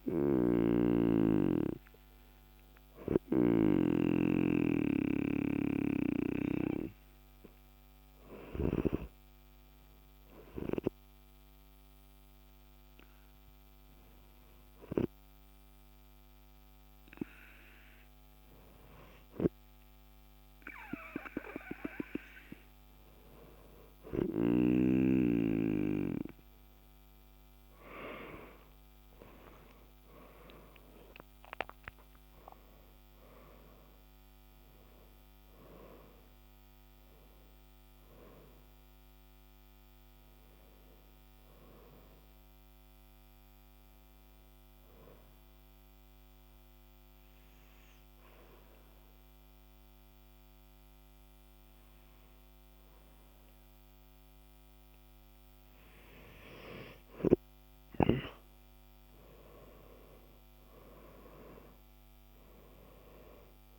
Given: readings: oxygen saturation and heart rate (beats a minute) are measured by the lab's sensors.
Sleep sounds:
breathing in sleep by a microphone on the trachea; 2
0.00-7.50 s: oxygen desaturation (device-marked, oxygen 95% lowest, heart rate 48 extreme)
4.50-23.00 s: hypopnea (oxygen 98% before, 94% lowest, heart rate 61 before, 48 extreme, up 14 after)
27.50-33.50 s: arousal
44.50-56.50 s: obstructive apnea (oxygen 97% before, 95% lowest, heart rate 60 before, 52 extreme, up 11 after)
59.50-63.00 s: arousal
From the record:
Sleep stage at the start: N2 (light sleep); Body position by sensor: on the back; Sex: male

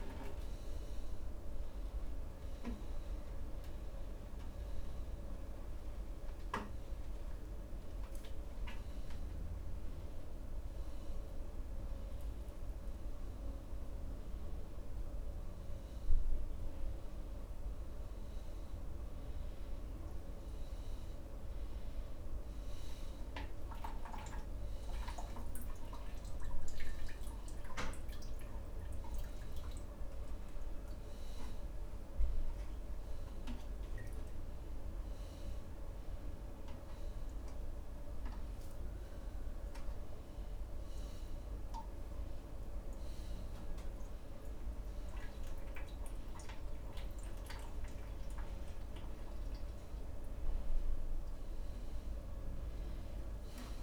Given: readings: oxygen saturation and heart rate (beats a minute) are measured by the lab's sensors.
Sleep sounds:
a person awake in a sleep study, hard to hear, by a room microphone; none
none scored
From the record:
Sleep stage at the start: awake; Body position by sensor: upright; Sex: male

